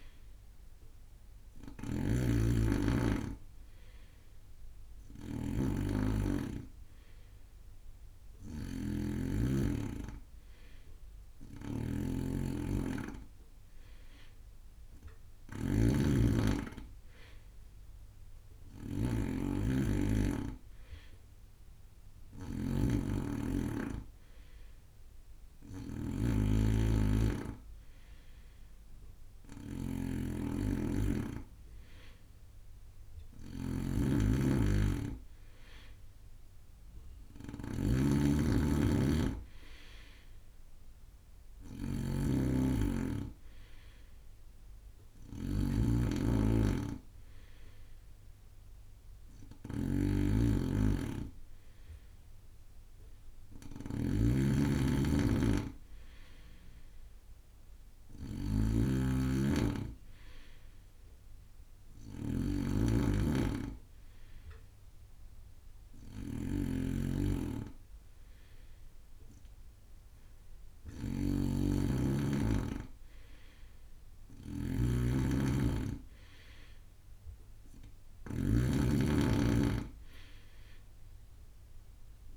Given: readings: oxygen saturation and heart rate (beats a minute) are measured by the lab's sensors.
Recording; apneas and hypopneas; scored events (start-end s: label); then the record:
breathing in sleep by a room microphone; none
0.00-82.37 s: snoring (device-marked)
From the record:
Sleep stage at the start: N2 (light sleep); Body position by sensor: on the right side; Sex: male